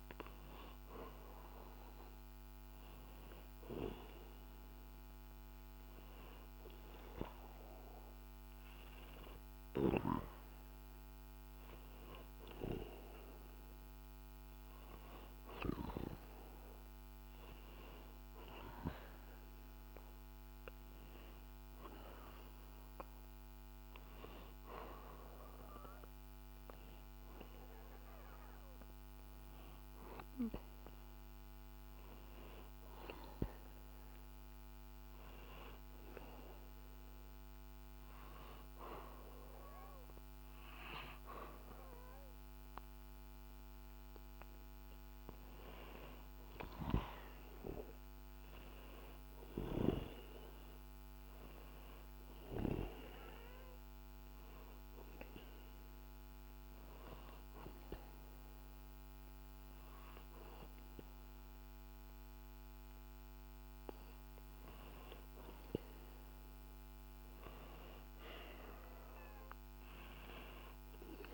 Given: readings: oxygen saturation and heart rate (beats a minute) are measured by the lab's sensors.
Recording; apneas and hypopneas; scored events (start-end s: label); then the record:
breathing in sleep by a microphone on the trachea; 2
33.00-44.00 s: obstructive apnea (oxygen 94% before, 92% lowest, heart rate 64 before, 61 extreme, up 0 after)
46.50-50.50 s: arousal
54.00-65.00 s: obstructive apnea (oxygen 94% before, 91% lowest, heart rate 63 before, 63 extreme, up 5 after)
66.50-70.00 s: arousal
From the record:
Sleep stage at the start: REM sleep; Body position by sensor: on the back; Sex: male